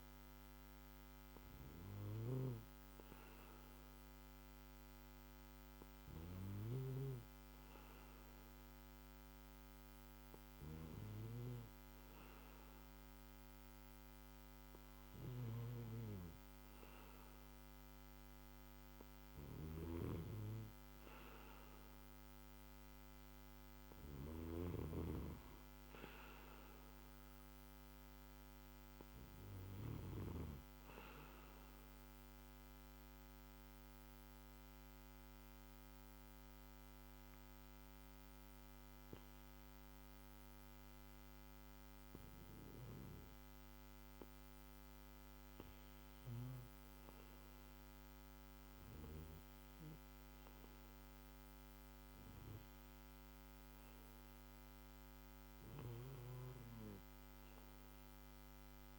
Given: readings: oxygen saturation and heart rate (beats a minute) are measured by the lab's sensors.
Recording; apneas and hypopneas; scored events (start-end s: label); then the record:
breathing in sleep by a microphone on the trachea; 2
3.50-18.00 s: hypopnea (oxygen 95% before, 93% lowest, heart rate 53 before, 51 extreme, up 1 after)
19.00-21.50 s: arousal
27.00-58.99 s: new sleep stage, REM sleep
31.00-44.50 s: obstructive apnea (oxygen 95% before, 91% lowest, heart rate 54 before, 50 extreme, up 0 after)
From the record:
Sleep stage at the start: N2 (light sleep); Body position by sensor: on the back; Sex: male